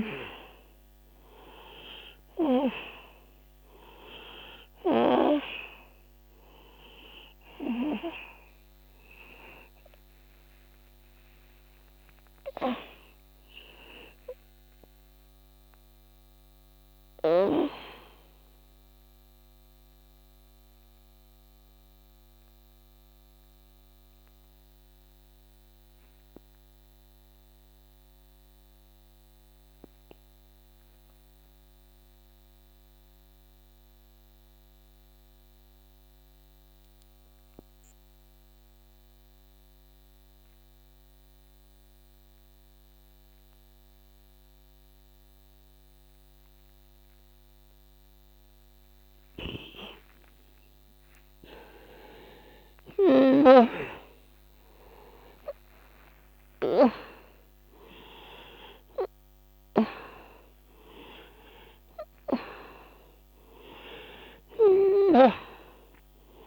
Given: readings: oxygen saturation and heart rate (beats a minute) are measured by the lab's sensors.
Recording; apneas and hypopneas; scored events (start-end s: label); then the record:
breathing in sleep by a microphone on the trachea; 1
0.00-32.50 s: oxygen desaturation (device-marked, oxygen 86% lowest, heart rate 27 extreme)
21.50-51.00 s: mixed apnea (oxygen 96% before, 83% lowest, heart rate 55 before, 32 extreme, up 0 after)
51.50-66.47 s: oxygen desaturation (device-marked, oxygen 98% before, 83% lowest, heart rate 57 before, 45 extreme)
52.00-57.00 s: arousal
From the record:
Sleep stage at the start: N2 (light sleep); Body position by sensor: on the back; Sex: male